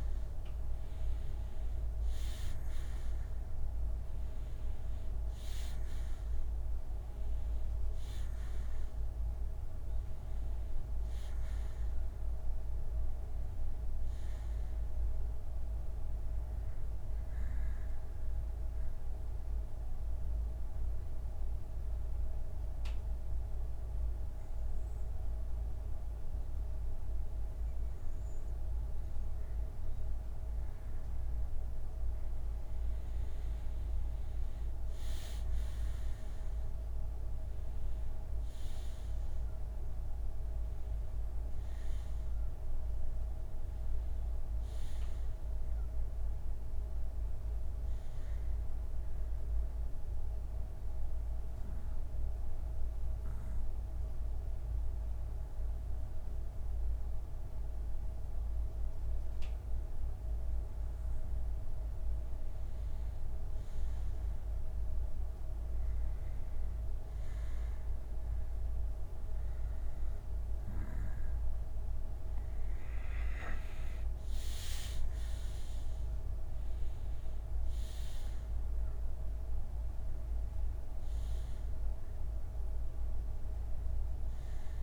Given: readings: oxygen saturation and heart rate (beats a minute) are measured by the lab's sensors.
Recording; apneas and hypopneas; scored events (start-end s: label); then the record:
breathing in sleep, hard to hear, by a room microphone; 2
0.00-32.50 s: bradycardia (device-marked, heart rate 45 extreme)
17.00-29.00 s: mixed apnea (oxygen 91% before, 89% lowest, heart rate 52 before, 45 extreme, up 22 after)
32.00-36.50 s: arousal
39.50-54.50 s: oxygen desaturation (device-marked, oxygen 94% before, 90% lowest, heart rate 53 before, 45 extreme)
45.50-52.50 s: bradycardia (device-marked, heart rate 62 before, 45 extreme)
47.50-60.50 s: mixed apnea (oxygen 94% before, 89% lowest, heart rate 64 before, 45 extreme, up 7 after)
58.50-69.50 s: bradycardia (device-marked, heart rate 61 before, 45 extreme)
65.00-68.50 s: arousal
69.50-81.50 s: oxygen desaturation (device-marked, oxygen 94% before, 89% lowest, heart rate 53 before, 54 extreme)
From the record:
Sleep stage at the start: N2 (light sleep); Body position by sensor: on the back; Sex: male